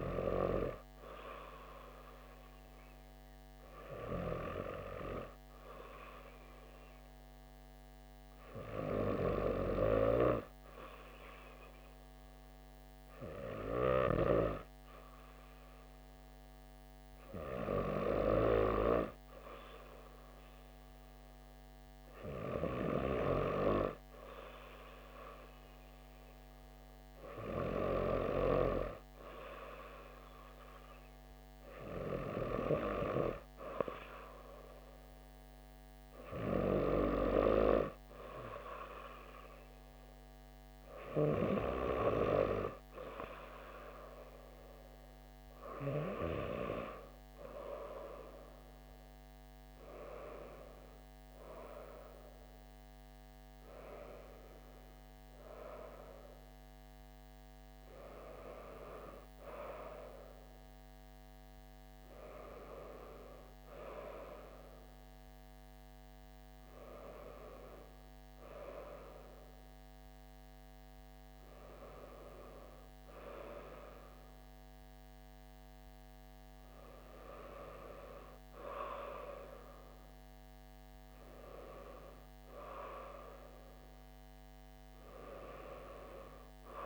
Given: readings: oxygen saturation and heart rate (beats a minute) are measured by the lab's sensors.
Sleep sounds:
breathing in sleep by a microphone on the trachea; none
none scored
From the record:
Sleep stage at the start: N2 (light sleep); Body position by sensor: on the back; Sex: female

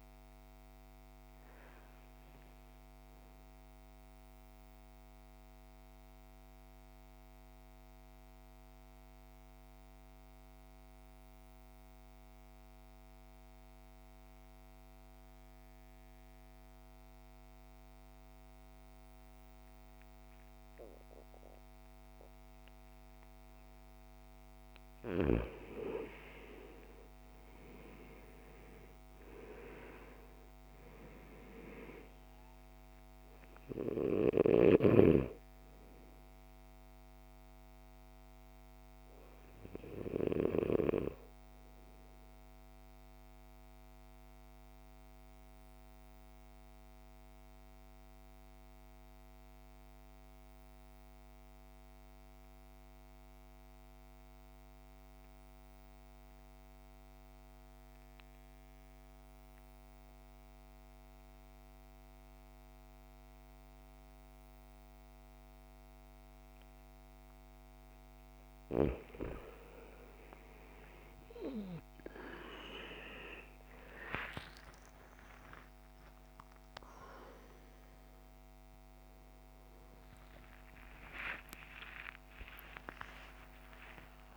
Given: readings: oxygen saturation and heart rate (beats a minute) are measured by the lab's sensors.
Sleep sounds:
breathing in sleep by a microphone on the trachea; 2
0.00-14.50 s: oxygen desaturation (device-marked, oxygen 84% lowest, heart rate 52 extreme)
3.00-24.00 s: mixed apnea (oxygen 98% before, 81% lowest, heart rate 63 before, 52 extreme, up 9 after)
23.50-56.50 s: oxygen desaturation (device-marked, oxygen 99% before, 81% lowest, heart rate 57 before, 52 extreme)
26.00-29.00 s: arousal
41.50-68.00 s: mixed apnea (oxygen 99% before, 80% lowest, heart rate 62 before, 52 extreme, up 15 after)
67.50-84.37 s: oxygen desaturation (device-marked, oxygen 99% before, 80% lowest, heart rate 56 before, 55 extreme)
75.50-84.37 s: new sleep stage, awake
From the record:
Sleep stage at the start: N2 (light sleep); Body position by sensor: on the back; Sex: male

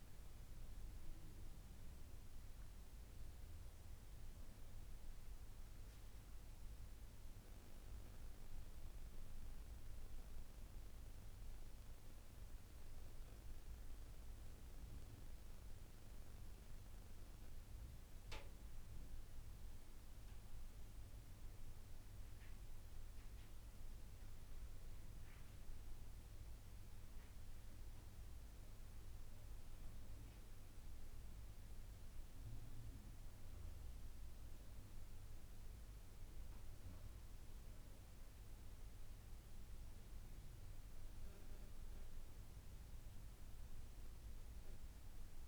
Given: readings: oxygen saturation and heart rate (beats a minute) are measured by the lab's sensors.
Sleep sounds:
breathing in sleep, hard to hear, by a room microphone; none
none scored
From the record:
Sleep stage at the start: N2 (light sleep); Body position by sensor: on the right side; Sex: female

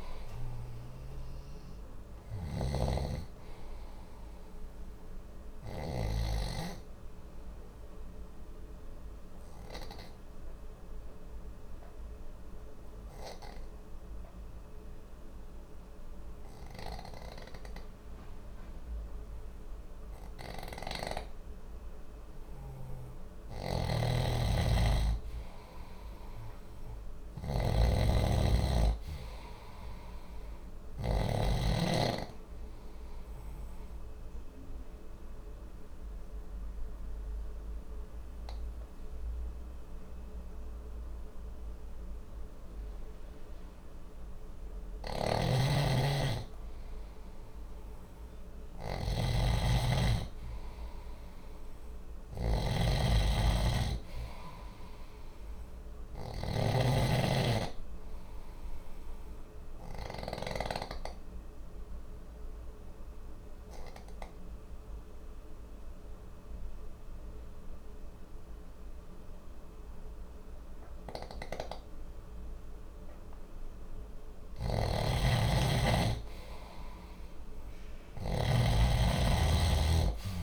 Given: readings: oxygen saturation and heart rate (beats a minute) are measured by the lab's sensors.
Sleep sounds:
breathing in sleep by a room microphone; 3
0.00-6.00 s: snoring (device-marked)
7.00-22.00 s: obstructive apnea (oxygen 96% before, 91% lowest, heart rate 81 before, 59 extreme, up 1 after)
12.00-23.00 s: oxygen desaturation (device-marked, oxygen 95% before, 91% lowest, heart rate 74 before, 60 extreme)
23.00-31.00 s: snoring (device-marked)
24.50-27.50 s: arousal
32.00-43.00 s: obstructive apnea (oxygen 97% before, 92% lowest, heart rate 60 before, 60 extreme, up 0 after)
44.50-60.50 s: snoring (device-marked)
46.00-49.50 s: arousal
46.00-58.00 s: oxygen desaturation (device-marked, oxygen 95% before, 92% lowest, heart rate 60 before, 59 extreme)
58.50-73.50 s: obstructive apnea (oxygen 97% before, 91% lowest, heart rate 60 before, 59 extreme, up 1 after)
74.00-80.43 s: snoring (device-marked)
76.00-79.00 s: arousal
From the record:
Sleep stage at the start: N2 (light sleep); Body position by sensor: on the left side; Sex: male

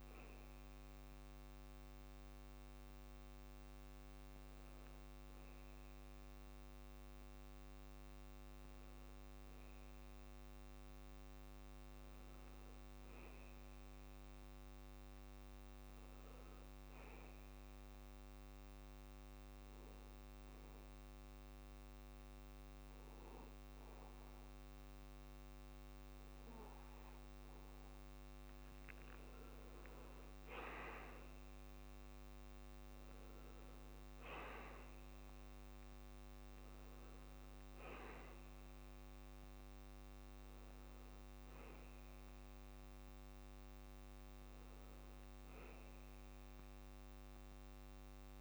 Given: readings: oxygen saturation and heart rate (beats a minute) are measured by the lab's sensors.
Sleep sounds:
breathing in sleep, hard to hear, by a microphone on the trachea; 1
0.00-1.00 s: oxygen desaturation (device-marked, oxygen 91% lowest)
3.00-26.00 s: hypopnea (oxygen 96% before, 89% lowest, heart rate 73 before, 68 extreme, up 22 after)
20.00-48.41 s: oxygen desaturation (device-marked, oxygen 96% before, 89% lowest, heart rate 68 before, 67 extreme)
29.00-33.50 s: arousal
From the record:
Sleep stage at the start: N2 (light sleep); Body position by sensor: on the back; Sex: male

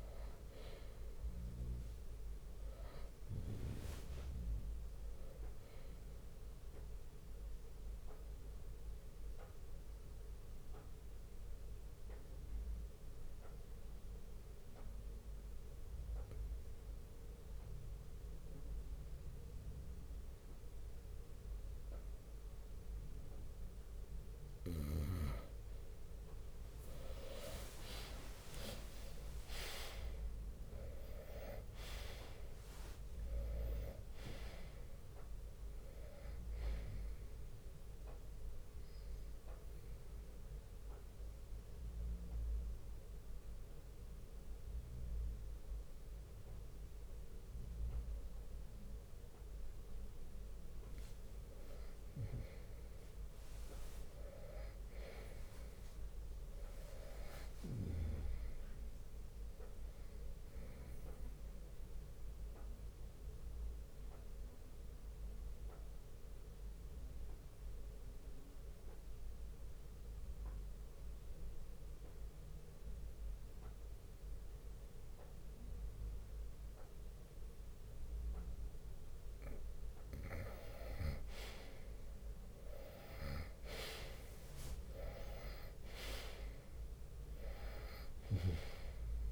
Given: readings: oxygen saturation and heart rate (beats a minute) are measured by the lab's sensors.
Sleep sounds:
breathing in sleep by a room microphone; 3
0.00-2.00 s: drop in pulse transit time (device-marked, heart rate 66 extreme)
0.00-17.00 s: oxygen desaturation (device-marked, oxygen 92% lowest, heart rate 57 extreme)
1.00-3.00 s: long interval between heartbeats (device-marked, heart rate 64 before, 70 extreme)
8.00-24.50 s: mixed apnea (oxygen 97% before, 91% lowest, heart rate 67 before, 57 extreme, up 13 after)
11.00-19.00 s: drop in pulse transit time (device-marked, heart rate 68 before, 60 extreme)
15.00-17.00 s: long interval between heartbeats (device-marked, heart rate 67 before, 61 extreme)
18.00-20.00 s: bradycardia (device-marked, heart rate 68 before, 60 extreme)
26.50-31.00 s: arousal
30.00-42.00 s: drop in pulse transit time (device-marked, heart rate 62 before, 67 extreme)
31.00-57.00 s: oxygen desaturation (device-marked, oxygen 98% before, 91% lowest, heart rate 62 before, 58 extreme)
39.00-50.00 s: obstructive apnea (oxygen 98% before, 90% lowest, heart rate 66 before, 58 extreme, up 7 after)
43.00-50.00 s: bradycardia (device-marked, heart rate 68 before, 58 extreme)
52.00-55.50 s: arousal
62.00-78.50 s: obstructive apnea (oxygen 98% before, 90% lowest, heart rate 62 before, 59 extreme, up 11 after)
63.00-73.00 s: oxygen desaturation (device-marked, oxygen 98% before, 95% lowest, heart rate 62 before, 60 extreme)
81.00-85.00 s: arousal
82.00-89.32 s: drop in pulse transit time (device-marked, heart rate 62 before, 64 extreme)
84.00-89.32 s: oxygen desaturation (device-marked, oxygen 96% before, 90% lowest, heart rate 62 before, 58 extreme)
85.50-87.50 s: long interval between heartbeats (device-marked, heart rate 62 before, 69 extreme)
From the record:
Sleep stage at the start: N2 (light sleep); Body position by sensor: on the right side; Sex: male

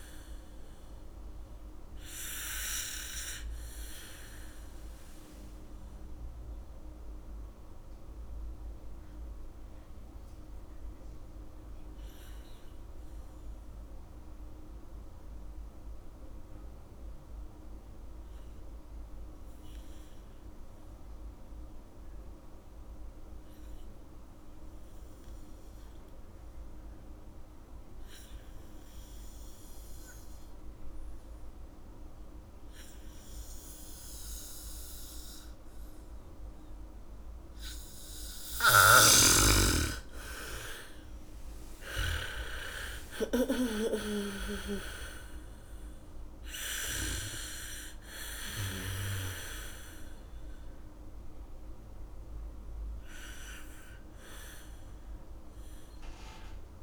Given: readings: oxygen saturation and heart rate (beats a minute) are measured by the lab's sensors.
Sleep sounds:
breathing in sleep by a room microphone; 1
0.00-17.50 s: oxygen desaturation (device-marked, oxygen 74% lowest, heart rate 29 extreme)
5.50-38.00 s: mixed apnea (oxygen 99% before, 74% lowest, heart rate 53 before, 49 extreme, up 3 after)
24.50-56.83 s: oxygen desaturation (device-marked, oxygen 99% before, 76% lowest, heart rate 77 before, 49 extreme)
30.50-44.50 s: bradycardia (device-marked, heart rate 71 before, 54 extreme)
40.50-45.00 s: arousal
From the record:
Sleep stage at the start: N2 (light sleep); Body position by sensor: on the back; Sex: female

